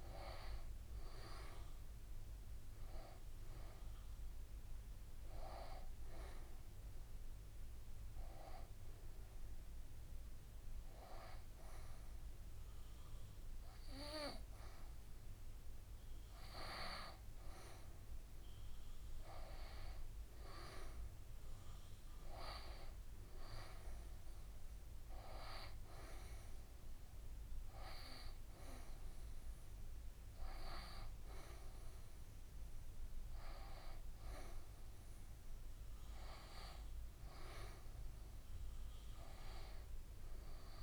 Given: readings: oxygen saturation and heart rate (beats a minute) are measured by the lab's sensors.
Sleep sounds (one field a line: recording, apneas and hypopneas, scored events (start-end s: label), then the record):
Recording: breathing in sleep by a room microphone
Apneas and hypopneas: 2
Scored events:
0.00-1.50 s: arousal
5.50-17.00 s: hypopnea (oxygen 93% before, 89% lowest, heart rate 75 before, 73 extreme, up 3 after)
6.50-17.50 s: oxygen desaturation (device-marked, oxygen 93% before, 89% lowest, heart rate 75 before, 73 extreme)
18.50-22.00 s: arousal
24.00-35.00 s: hypopnea (oxygen 93% before, 89% lowest, heart rate 75 before, 73 extreme, up 0 after)
27.50-40.50 s: oxygen desaturation (device-marked, oxygen 93% before, 90% lowest, heart rate 74 before, 72 extreme)
From the record:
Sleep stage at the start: N2 (light sleep)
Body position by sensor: on the right side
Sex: female